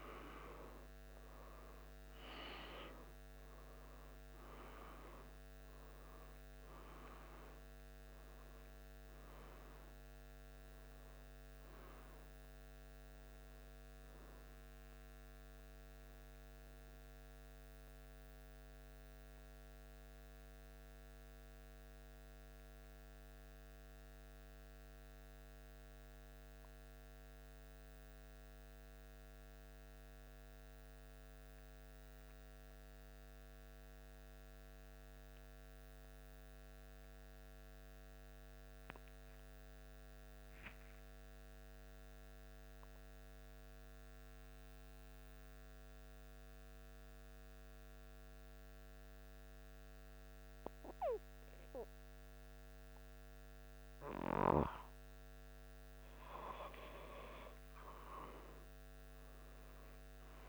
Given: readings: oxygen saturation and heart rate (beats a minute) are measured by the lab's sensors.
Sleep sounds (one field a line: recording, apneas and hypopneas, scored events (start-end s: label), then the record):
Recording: breathing in sleep by a microphone on the trachea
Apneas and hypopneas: 1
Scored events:
0.00-11.50 s: oxygen desaturation (device-marked, oxygen 93% lowest, heart rate 74 extreme)
14.50-60.49 s: new sleep stage, N2 (light sleep)
18.50-54.00 s: central apnea (oxygen 96% before, 91% lowest, heart rate 76 before, 74 extreme, up 2 after)
58.00-60.49 s: arousal
From the record:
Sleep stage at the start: N1 (lightest sleep)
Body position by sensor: on the back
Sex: male